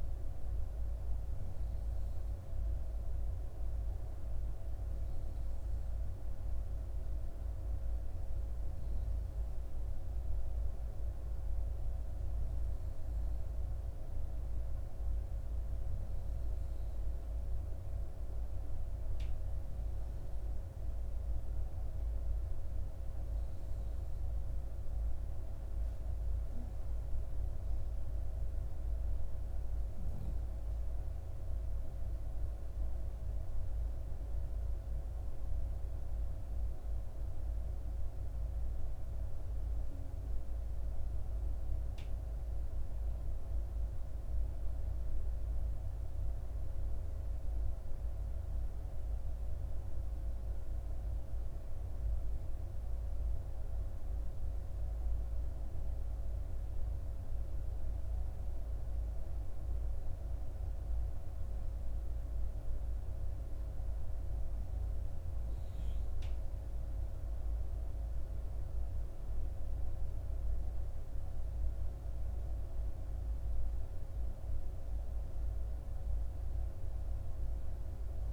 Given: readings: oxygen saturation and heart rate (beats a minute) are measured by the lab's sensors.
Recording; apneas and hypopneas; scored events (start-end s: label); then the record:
breathing in sleep, hard to hear, by a room microphone; none
74.00-78.33 s: new sleep stage, N2 (light sleep)
From the record:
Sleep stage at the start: N3 (deep sleep); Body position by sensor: on the back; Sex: female